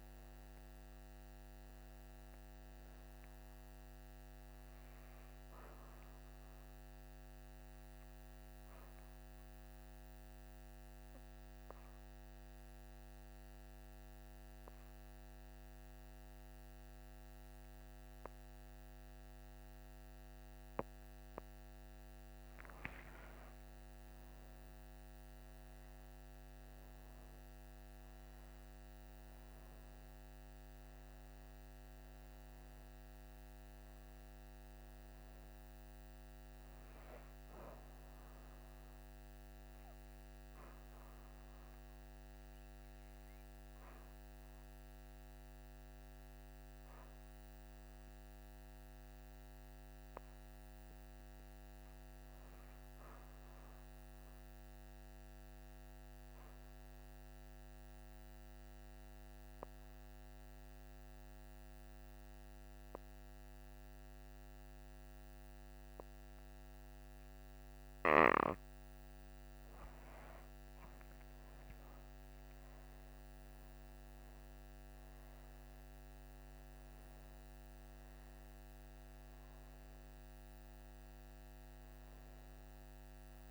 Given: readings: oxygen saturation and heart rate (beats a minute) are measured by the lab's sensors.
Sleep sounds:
breathing in sleep, hard to hear, by a microphone on the trachea; 3
5.50-20.50 s: obstructive apnea (oxygen 98% before, 88% lowest, heart rate 67 before, 61 extreme, up 7 after)
22.50-26.50 s: arousal
25.00-54.00 s: oxygen desaturation (device-marked, oxygen 97% before, 88% lowest, heart rate 65 before, 58 extreme)
39.00-50.00 s: obstructive apnea (oxygen 97% before, 83% lowest, heart rate 68 before, 58 extreme, up 10 after)
51.00-54.00 s: arousal
56.00-69.50 s: obstructive apnea (oxygen 98% before, 83% lowest, heart rate 65 before, 62 extreme, up 7 after)
68.00-83.50 s: oxygen desaturation (device-marked, oxygen 97% before, 83% lowest, heart rate 64 before, 60 extreme)
70.00-74.00 s: arousal
From the record:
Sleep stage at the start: N2 (light sleep); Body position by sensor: on the back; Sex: female

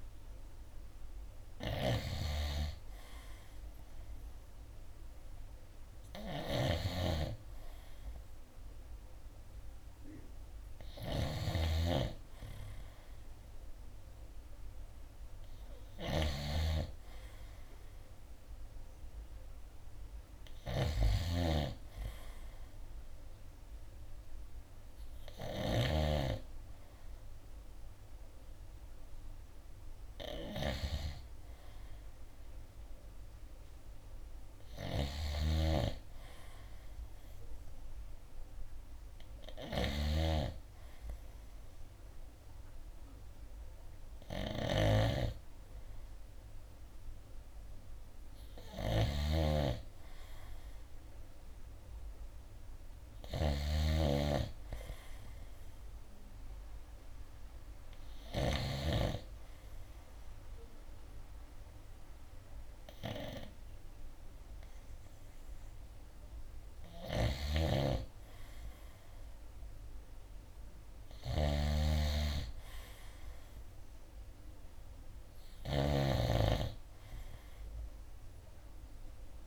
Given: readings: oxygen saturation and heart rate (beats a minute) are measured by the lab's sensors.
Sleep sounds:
breathing in sleep by a room microphone; none
0.00-26.00 s: snoring (device-marked)
35.00-59.00 s: snoring (device-marked)
67.00-79.47 s: snoring (device-marked)
From the record:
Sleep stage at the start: N3 (deep sleep); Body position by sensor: on the right side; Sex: male

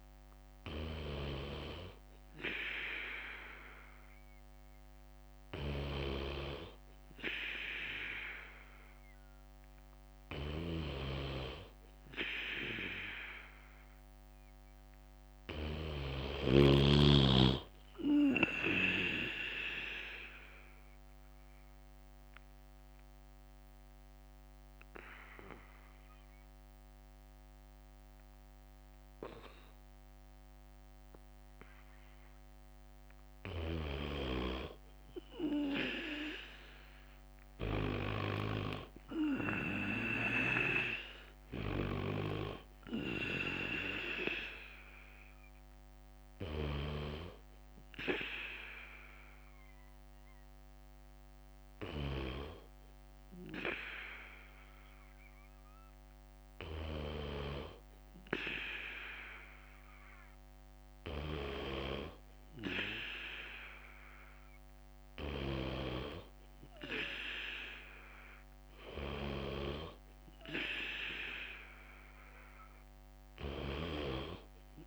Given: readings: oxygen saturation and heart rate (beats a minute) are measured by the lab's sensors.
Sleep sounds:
breathing in sleep by a microphone on the trachea; 2
0.00-8.50 s: bradycardia (device-marked, heart rate 59 extreme)
18.50-74.87 s: new sleep stage, N2 (light sleep)
20.00-33.00 s: obstructive apnea (oxygen 94% before, 91% lowest, heart rate 60 before, 53 extreme, up 4 after)
20.50-36.50 s: drop in pulse transit time (device-marked, heart rate 60 before, 56 extreme)
20.50-37.50 s: bradycardia (device-marked, heart rate 59 before, 56 extreme)
36.50-40.00 s: arousal
45.50-74.87 s: bradycardia (device-marked, heart rate 59 before, 53 extreme)
46.50-58.00 s: hypopnea (oxygen 94% before, 91% lowest, heart rate 58 before, 53 extreme, up 6 after)
49.50-61.50 s: oxygen desaturation (device-marked, oxygen 95% before, 91% lowest, heart rate 59 before, 54 extreme)
From the record:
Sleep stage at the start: N3 (deep sleep); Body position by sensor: on the back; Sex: male

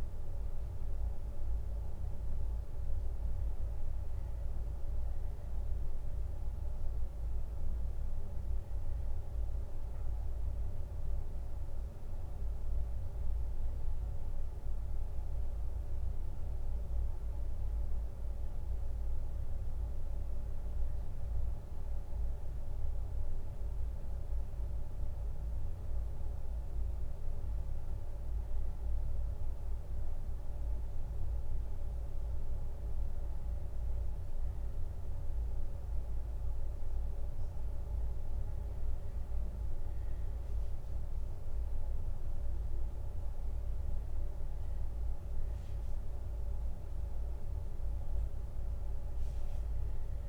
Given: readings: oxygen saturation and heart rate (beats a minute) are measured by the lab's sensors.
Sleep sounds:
a person awake in a sleep study, hard to hear, by a room microphone; none
10.00-17.00 s: leg movement (device-marked)
From the record:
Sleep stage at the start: awake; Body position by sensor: on the left side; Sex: male

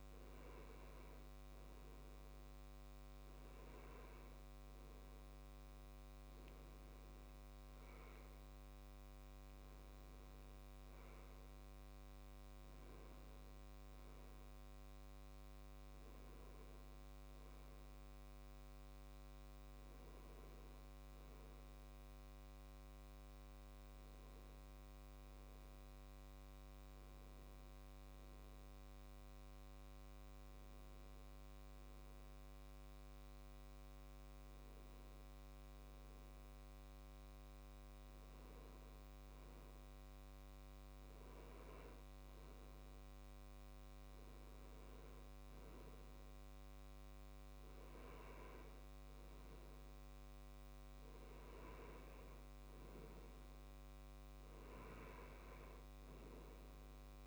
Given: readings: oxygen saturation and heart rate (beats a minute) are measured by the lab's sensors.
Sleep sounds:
breathing in sleep, hard to hear, by a microphone on the trachea; none
none scored
From the record:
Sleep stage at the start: N2 (light sleep); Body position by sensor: on the left side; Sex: male

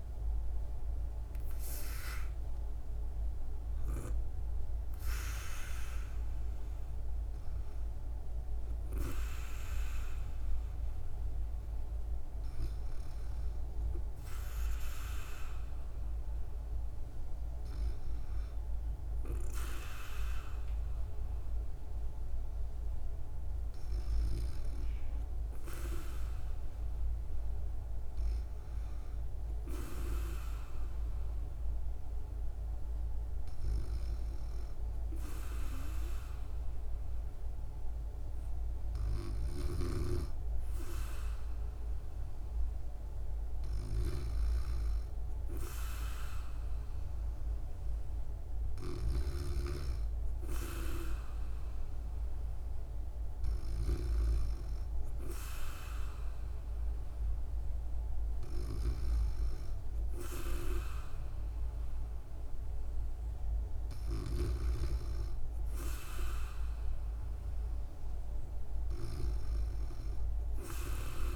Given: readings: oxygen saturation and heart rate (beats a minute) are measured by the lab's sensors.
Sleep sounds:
breathing in sleep by a room microphone; none
none scored
From the record:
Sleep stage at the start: N2 (light sleep); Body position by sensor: on the back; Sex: female

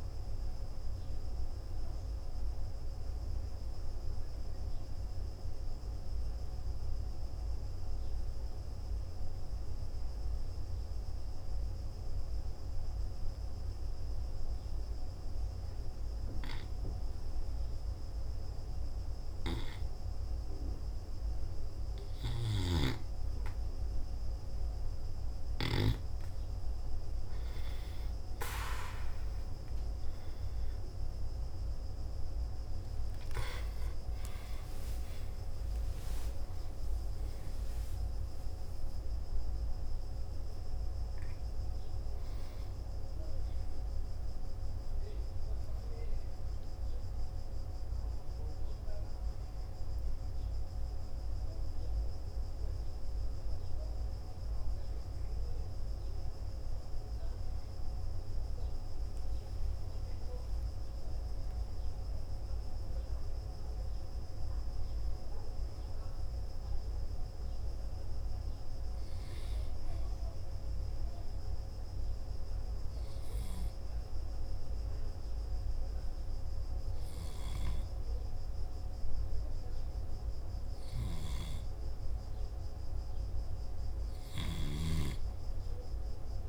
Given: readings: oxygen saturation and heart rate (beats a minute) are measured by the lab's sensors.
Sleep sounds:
a person partly awake in a sleep study, hard to hear, by a room microphone; 1
0.00-16.00 s: oxygen desaturation (device-marked, oxygen 88% lowest, heart rate 51 extreme)
1.00-19.50 s: obstructive apnea (oxygen 95% before, 88% lowest, heart rate 63 before, 51 extreme, up 0 after)
32.00-62.00 s: new sleep stage, awake
52.00-72.00 s: oxygen desaturation (device-marked, oxygen 95% before, 91% lowest, heart rate 62 before, 51 extreme)
62.00-86.49 s: new sleep stage, N1 (lightest sleep)
84.50-86.49 s: snoring (device-marked)
From the record:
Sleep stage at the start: N2 (light sleep); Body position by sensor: on the back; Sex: male

